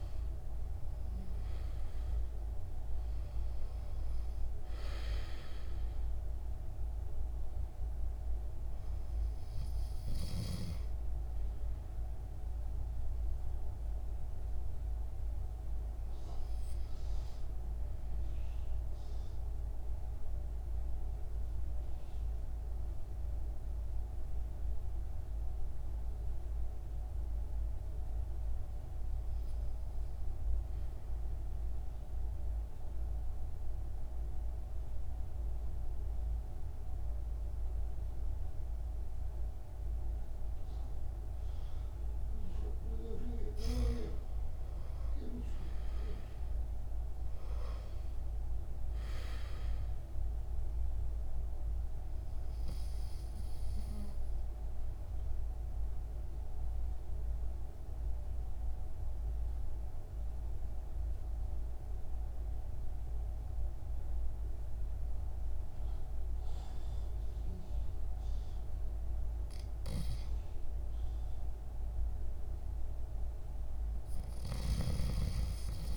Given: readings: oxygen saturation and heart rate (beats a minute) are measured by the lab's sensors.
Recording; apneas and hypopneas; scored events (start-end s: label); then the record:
breathing in sleep by a room microphone; 2
18.50-29.50 s: oxygen desaturation (device-marked, oxygen 96% before, 90% lowest, heart rate 59 before, 52 extreme)
18.50-43.50 s: mixed apnea (oxygen 97% before, 90% lowest, heart rate 59 before, 52 extreme, up 9 after)
44.00-48.00 s: arousal
55.50-69.50 s: obstructive apnea (oxygen 100% before, 91% lowest, heart rate 58 before, 55 extreme, up 2 after)
63.50-74.50 s: oxygen desaturation (device-marked, oxygen 96% before, 93% lowest, heart rate 58 before, 55 extreme)
71.00-74.50 s: arousal
73.50-75.97 s: new sleep stage, REM sleep
From the record:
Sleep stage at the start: N2 (light sleep); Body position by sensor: on the back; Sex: male